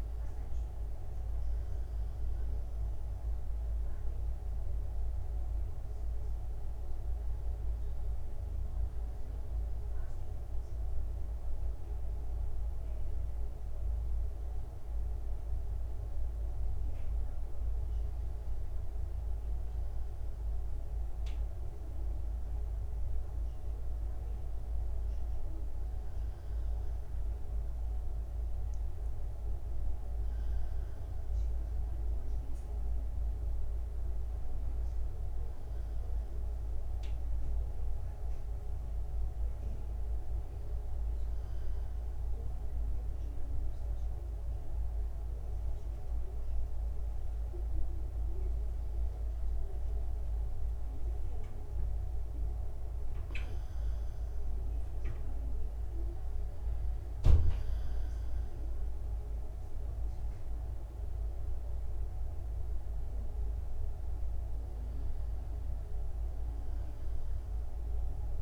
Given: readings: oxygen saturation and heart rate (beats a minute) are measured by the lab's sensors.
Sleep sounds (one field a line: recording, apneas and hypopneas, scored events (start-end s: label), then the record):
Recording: breathing in sleep, hard to hear, by a room microphone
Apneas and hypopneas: none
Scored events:
none scored
From the record:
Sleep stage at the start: N1 (lightest sleep)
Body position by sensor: on the back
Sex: male